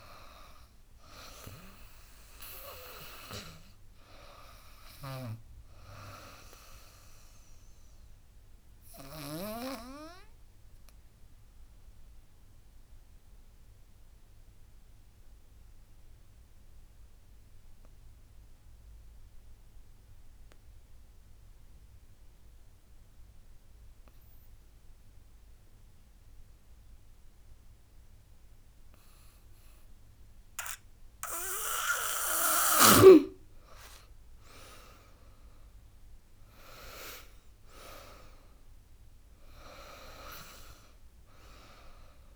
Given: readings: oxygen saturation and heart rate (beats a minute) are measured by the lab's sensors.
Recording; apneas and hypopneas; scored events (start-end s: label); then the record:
breathing in sleep by a room microphone; 1
0.00-6.50 s: drop in pulse transit time (device-marked, heart rate 78 extreme)
0.00-19.50 s: oxygen desaturation (device-marked, oxygen 90% lowest, heart rate 72 extreme)
4.50-9.50 s: snoring (device-marked)
7.50-31.50 s: obstructive apnea (oxygen 98% before, 89% lowest, heart rate 86 before, 72 extreme, up 6 after)
33.00-37.00 s: arousal
33.50-42.36 s: oxygen desaturation (device-marked, oxygen 98% before, 90% lowest, heart rate 78 before, 71 extreme)
34.50-42.36 s: drop in pulse transit time (device-marked, heart rate 79 before, 78 extreme)
From the record:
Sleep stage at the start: N2 (light sleep); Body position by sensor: on the back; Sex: female